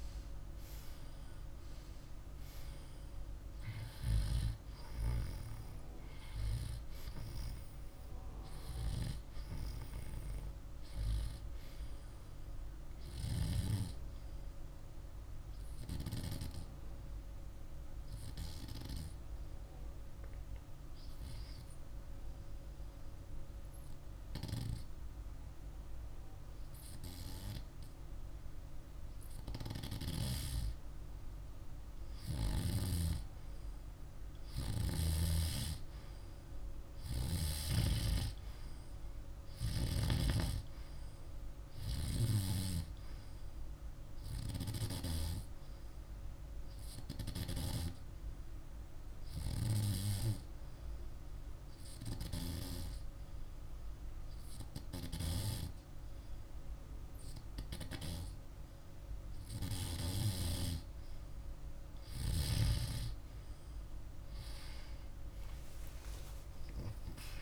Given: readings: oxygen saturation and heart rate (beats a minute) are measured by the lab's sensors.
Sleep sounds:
breathing in sleep by a room microphone; 2
6.00-22.00 s: oxygen desaturation (device-marked, oxygen 98% before, 95% lowest, heart rate 51 before, 50 extreme)
19.00-30.00 s: hypopnea (oxygen 99% before, 95% lowest, heart rate 52 before, 50 extreme, up 0 after)
33.00-37.00 s: arousal
46.00-59.00 s: oxygen desaturation (device-marked, oxygen 99% before, 96% lowest, heart rate 51 before, 49 extreme)
47.00-59.00 s: hypopnea (oxygen 99% before, 95% lowest, heart rate 51 before, 49 extreme, up 4 after)
64.50-67.42 s: arousal
From the record:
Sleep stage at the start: N2 (light sleep); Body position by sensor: on the back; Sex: male

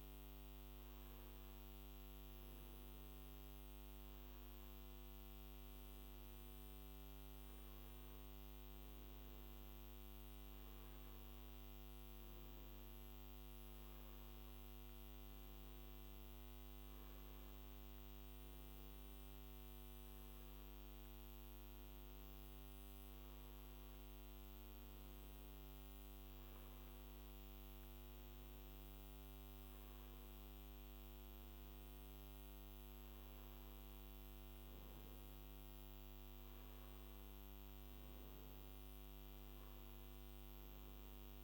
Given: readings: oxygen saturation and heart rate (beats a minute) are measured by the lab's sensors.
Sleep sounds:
a person awake in a sleep study, hard to hear, by a microphone on the trachea; none
none scored
From the record:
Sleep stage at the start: awake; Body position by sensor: on the back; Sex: male

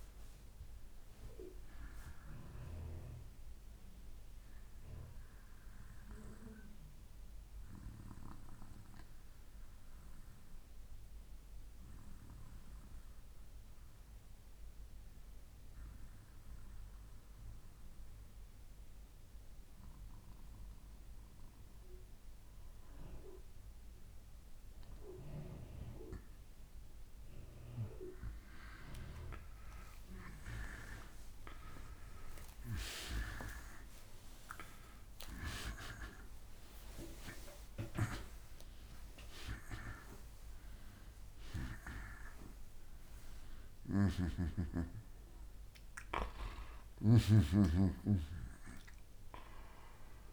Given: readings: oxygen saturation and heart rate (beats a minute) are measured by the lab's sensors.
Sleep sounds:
breathing in sleep by a room microphone; 1
0.00-7.50 s: oxygen desaturation (device-marked, oxygen 90% lowest, heart rate 64 extreme)
4.50-24.50 s: obstructive apnea (oxygen 96% before, 88% lowest, heart rate 70 before, 64 extreme, up 9 after)
27.50-50.33 s: oxygen desaturation (device-marked, oxygen 96% before, 88% lowest, heart rate 64 before, 66 extreme)
28.50-33.50 s: arousal
From the record:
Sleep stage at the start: N2 (light sleep); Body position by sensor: on the back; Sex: male

